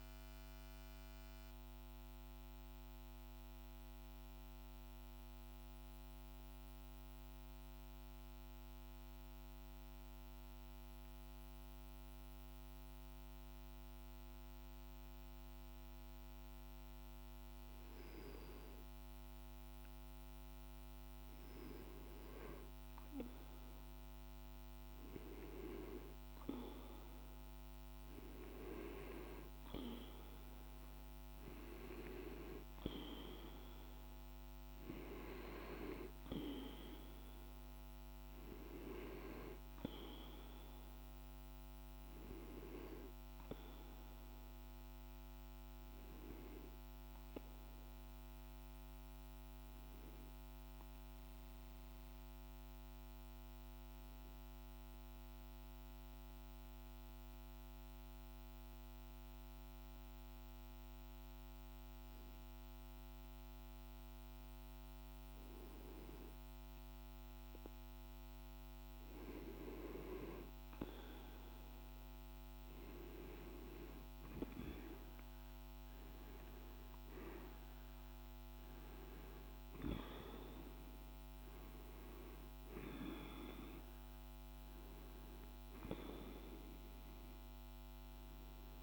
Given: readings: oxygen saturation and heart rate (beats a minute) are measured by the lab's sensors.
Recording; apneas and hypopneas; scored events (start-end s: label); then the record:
breathing in sleep by a microphone on the trachea; 2
0.00-4.50 s: oxygen desaturation (device-marked, oxygen 90% lowest, heart rate 50 extreme)
1.00-16.50 s: central apnea (oxygen 97% before, 92% lowest, heart rate 57 before, 50 extreme, up 4 after)
18.50-22.00 s: arousal
21.50-39.50 s: oxygen desaturation (device-marked, oxygen 98% before, 92% lowest, heart rate 51 before, 49 extreme)
48.50-67.00 s: mixed apnea (oxygen 97% before, 93% lowest, heart rate 52 before, 49 extreme, up 4 after)
65.50-88.82 s: oxygen desaturation (device-marked, oxygen 98% before, 93% lowest, heart rate 50 before, 50 extreme)
69.50-73.50 s: arousal
From the record:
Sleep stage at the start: N2 (light sleep); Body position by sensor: on the right side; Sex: male